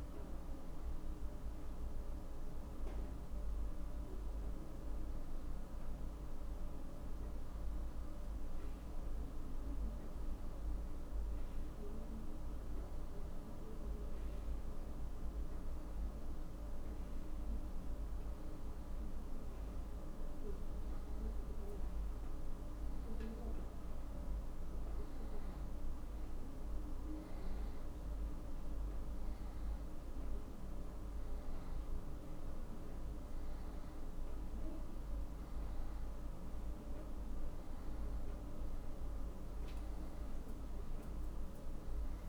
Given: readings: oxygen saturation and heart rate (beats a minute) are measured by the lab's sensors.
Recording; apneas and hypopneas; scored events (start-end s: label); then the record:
breathing in sleep, hard to hear, by a room microphone; none
none scored
From the record:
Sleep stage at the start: N1 (lightest sleep); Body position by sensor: on the back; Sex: male